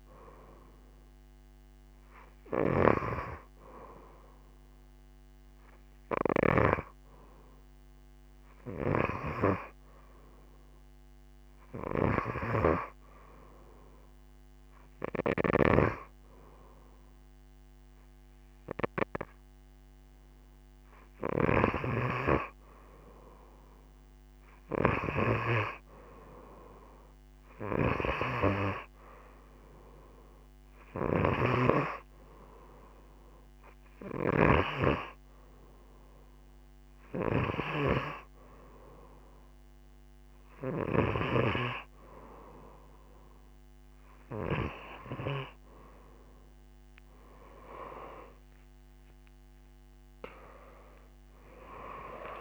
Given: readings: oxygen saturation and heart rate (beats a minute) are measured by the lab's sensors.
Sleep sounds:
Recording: breathing in sleep by a microphone on the trachea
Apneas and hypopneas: none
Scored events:
6.00-25.50 s: snoring (device-marked)
27.50-41.00 s: snoring (device-marked)
48.00-52.41 s: arousal
From the record:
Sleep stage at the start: N2 (light sleep)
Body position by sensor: on the right side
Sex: female

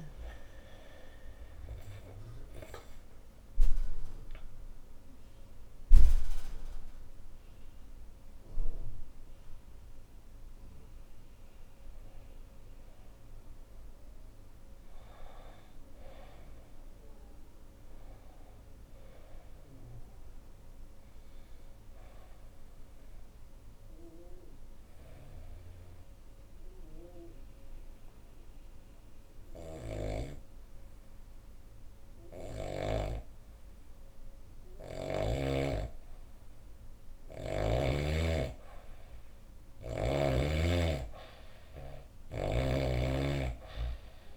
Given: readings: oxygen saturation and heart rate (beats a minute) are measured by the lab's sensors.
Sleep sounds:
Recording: breathing in sleep by a room microphone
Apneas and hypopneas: 1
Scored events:
0.00-15.50 s: oxygen desaturation (device-marked, oxygen 93% lowest, heart rate 61 extreme)
0.50-5.50 s: arousal
21.00-34.50 s: obstructive apnea (oxygen 98% before, 92% lowest, heart rate 68 before, 61 extreme, up 9 after)
29.00-32.50 s: snoring (device-marked)
37.50-41.00 s: arousal
37.50-44.37 s: oxygen desaturation (device-marked, oxygen 97% before, 92% lowest, heart rate 64 before, 67 extreme)
From the record:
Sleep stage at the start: N2 (light sleep)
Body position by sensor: on the back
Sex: female

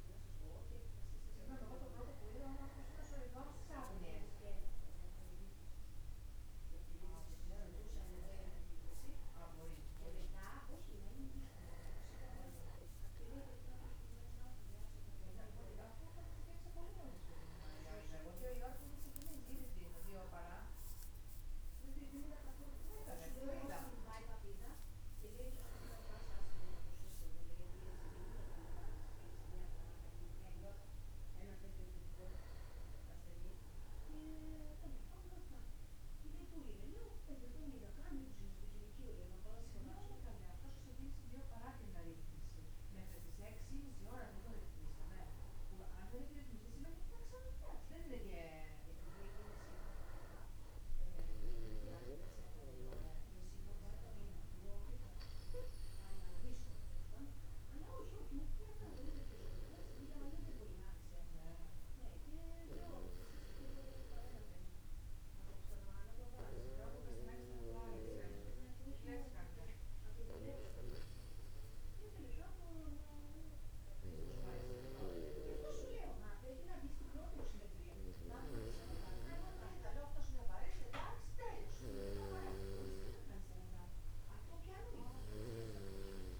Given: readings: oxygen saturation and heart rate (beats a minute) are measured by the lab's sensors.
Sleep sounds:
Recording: a person partly awake in a sleep study, by a room microphone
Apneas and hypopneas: 1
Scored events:
1.50-3.50 s: long interval between heartbeats (device-marked, heart rate 59 before, 64 extreme)
16.00-86.40 s: new sleep stage, N1 (lightest sleep)
34.50-44.50 s: central apnea (oxygen 97% before, 94% lowest, heart rate 55 before, 54 extreme, up 0 after)
47.00-52.00 s: arousal
From the record:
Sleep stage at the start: awake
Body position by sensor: upright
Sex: male

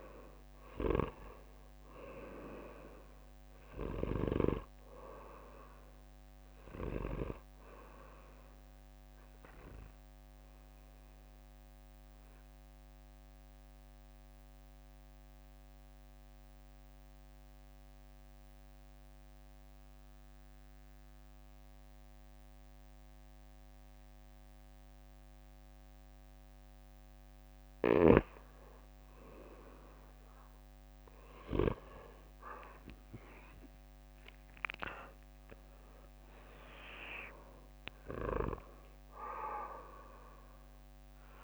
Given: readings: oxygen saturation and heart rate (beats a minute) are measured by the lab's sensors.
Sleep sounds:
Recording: breathing in sleep by a microphone on the trachea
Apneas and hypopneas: 1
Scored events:
0.00-19.00 s: oxygen desaturation (device-marked, oxygen 89% lowest, heart rate 58 extreme)
9.50-28.00 s: mixed apnea (oxygen 96% before, 89% lowest, heart rate 66 before, 53 extreme, up 11 after)
28.00-41.44 s: oxygen desaturation (device-marked, oxygen 97% before, 89% lowest, heart rate 61 before, 53 extreme)
30.00-32.50 s: arousal
From the record:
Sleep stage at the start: N2 (light sleep)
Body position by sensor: on the back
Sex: male

